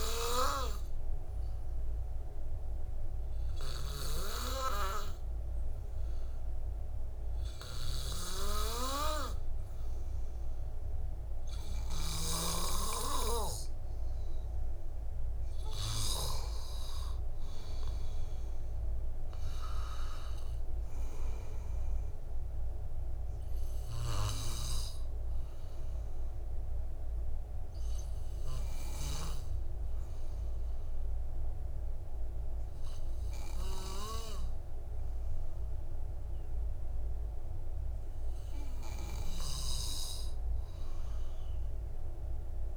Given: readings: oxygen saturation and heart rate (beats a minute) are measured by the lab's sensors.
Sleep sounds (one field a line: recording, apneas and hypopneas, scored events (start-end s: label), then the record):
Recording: breathing in sleep by a room microphone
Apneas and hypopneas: none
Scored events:
18.50-30.50 s: oxygen desaturation (device-marked, oxygen 94% before, 90% lowest, heart rate 61 before, 55 extreme)
From the record:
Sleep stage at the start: N2 (light sleep)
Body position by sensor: on the back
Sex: male